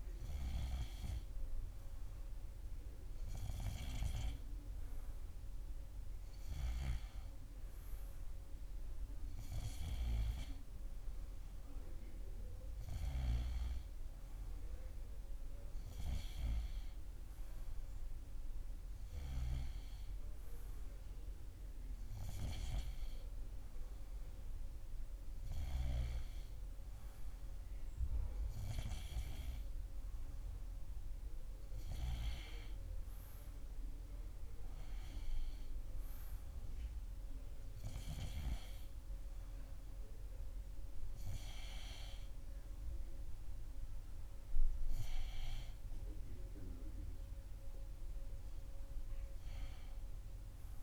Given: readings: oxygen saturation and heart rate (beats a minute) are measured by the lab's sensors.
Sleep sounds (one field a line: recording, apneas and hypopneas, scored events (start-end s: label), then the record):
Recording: breathing in sleep by a room microphone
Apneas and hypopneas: none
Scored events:
none scored
From the record:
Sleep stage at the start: N1 (lightest sleep)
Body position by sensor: on the right side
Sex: male